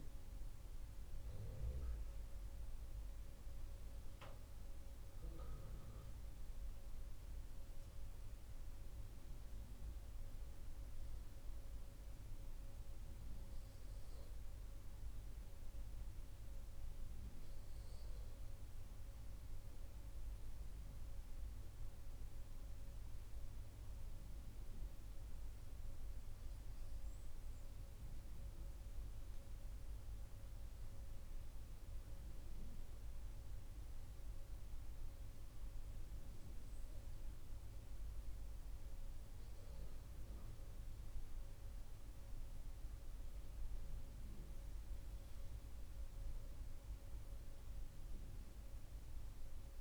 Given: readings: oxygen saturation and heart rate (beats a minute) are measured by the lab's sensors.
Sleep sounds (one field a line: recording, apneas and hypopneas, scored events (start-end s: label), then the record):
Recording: breathing in sleep, hard to hear, by a room microphone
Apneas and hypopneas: none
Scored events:
0.50-4.50 s: arousal
From the record:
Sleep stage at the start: N2 (light sleep)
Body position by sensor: on the right side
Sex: male